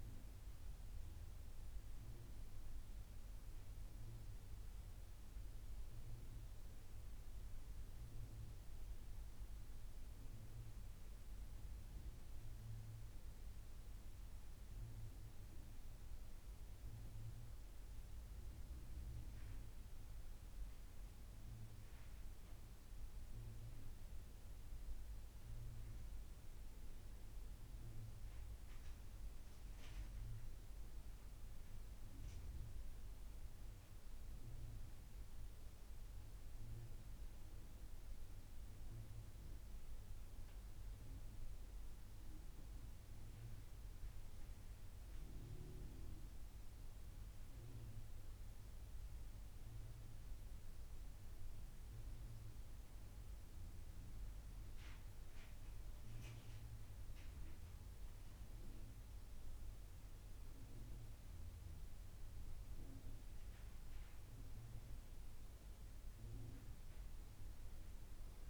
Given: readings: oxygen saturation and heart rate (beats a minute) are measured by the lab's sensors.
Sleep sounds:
breathing in sleep, hard to hear, by a room microphone; 1
46.50-59.50 s: hypopnea (oxygen 96% before, 94% lowest)
61.50-65.50 s: arousal
From the record:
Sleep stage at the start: N2 (light sleep); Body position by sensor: on the back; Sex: female

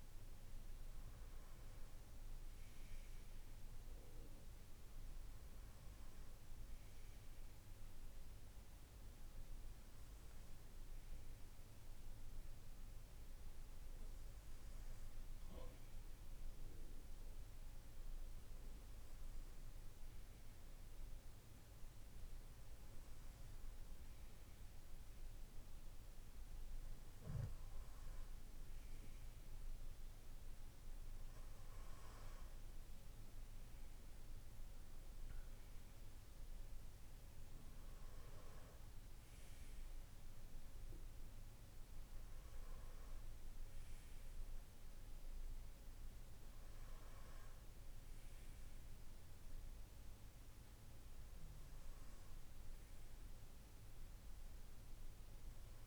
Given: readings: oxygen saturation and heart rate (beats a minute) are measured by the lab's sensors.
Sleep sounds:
breathing in sleep, hard to hear, by a room microphone; none
none scored
From the record:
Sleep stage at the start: N2 (light sleep); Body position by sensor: on the right side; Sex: male

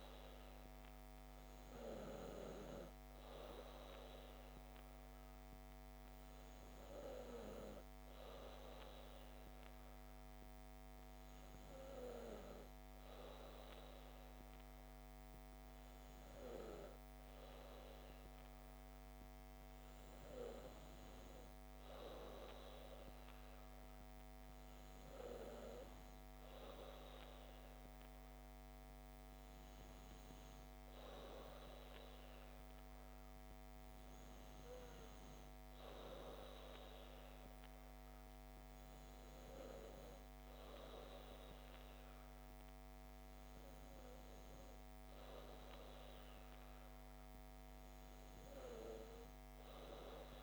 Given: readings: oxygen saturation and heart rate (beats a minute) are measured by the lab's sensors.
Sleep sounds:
breathing in sleep by a microphone on the trachea; none
none scored
From the record:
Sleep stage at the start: N2 (light sleep); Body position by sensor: on the back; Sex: female

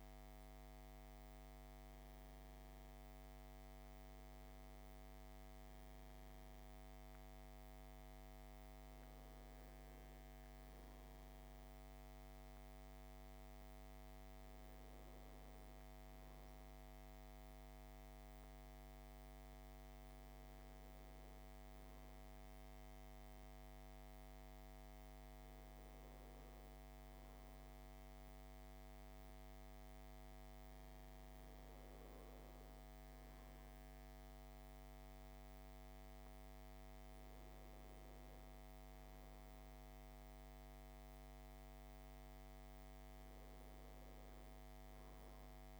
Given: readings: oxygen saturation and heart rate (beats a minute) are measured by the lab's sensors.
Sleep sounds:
a person awake in a sleep study, hard to hear, by a microphone on the trachea; none
none scored
From the record:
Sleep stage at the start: awake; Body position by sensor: on the back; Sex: male

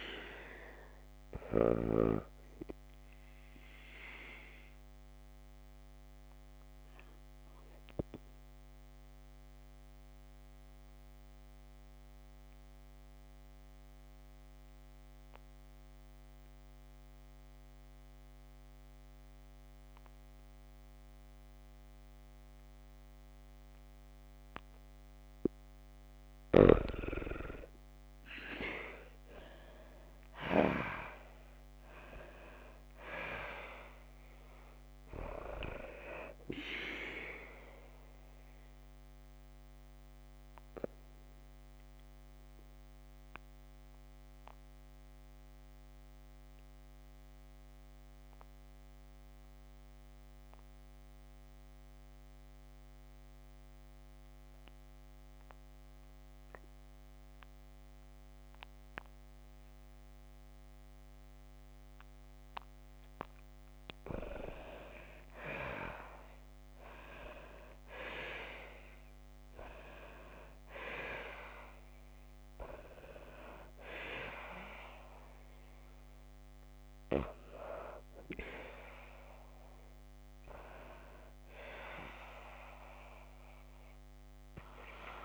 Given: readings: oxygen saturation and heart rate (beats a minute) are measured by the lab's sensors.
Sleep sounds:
breathing in sleep by a microphone on the trachea; 2
3.00-25.00 s: obstructive apnea (oxygen 96% before, 89% lowest, heart rate 56 before, 49 extreme, up 5 after)
20.50-34.50 s: oxygen desaturation (device-marked, oxygen 96% before, 92% lowest, heart rate 56 before, 49 extreme)
27.50-32.00 s: arousal
40.00-63.50 s: obstructive apnea (oxygen 96% before, 89% lowest, heart rate 54 before, 45 extreme, up 50 after)
65.00-68.00 s: arousal
67.50-74.50 s: oxygen desaturation (device-marked, oxygen 94% before, 89% lowest, heart rate 59 before, 45 extreme)
From the record:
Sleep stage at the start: N2 (light sleep); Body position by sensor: on the back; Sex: female

